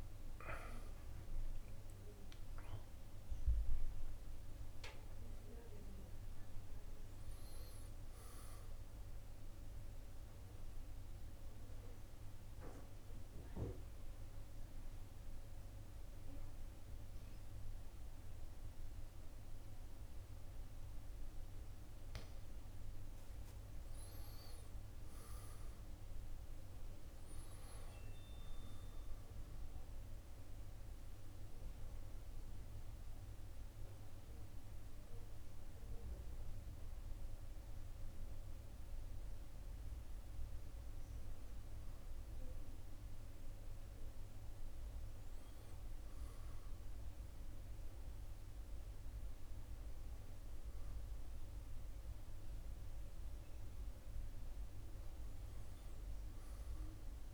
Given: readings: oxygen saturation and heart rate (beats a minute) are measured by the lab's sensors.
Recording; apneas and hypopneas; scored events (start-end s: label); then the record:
breathing in sleep, hard to hear, by a room microphone; 1
0.00-2.00 s: arousal
11.50-57.34 s: new sleep stage, N2 (light sleep)
13.00-24.50 s: mixed apnea (oxygen 94% before, 88% lowest, heart rate 78 before, 72 extreme, up 1 after)
26.50-30.50 s: arousal
33.50-45.50 s: oxygen desaturation (device-marked, oxygen 95% before, 88% lowest, heart rate 74 before, 71 extreme)
From the record:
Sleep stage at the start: N1 (lightest sleep); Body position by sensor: on the back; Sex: male